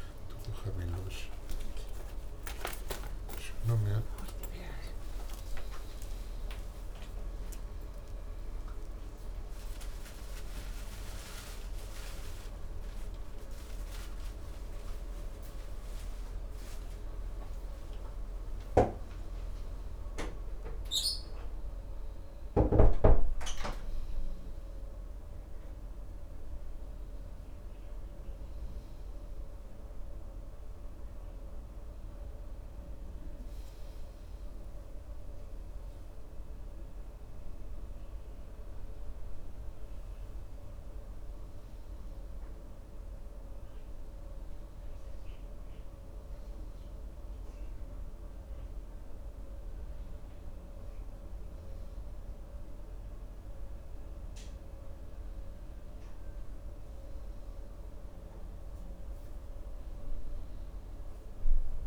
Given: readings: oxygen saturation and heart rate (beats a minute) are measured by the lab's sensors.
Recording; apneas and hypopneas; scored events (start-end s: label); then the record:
breathing in sleep by a room microphone; none
none scored
From the record:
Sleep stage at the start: N2 (light sleep); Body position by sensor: on the right side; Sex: male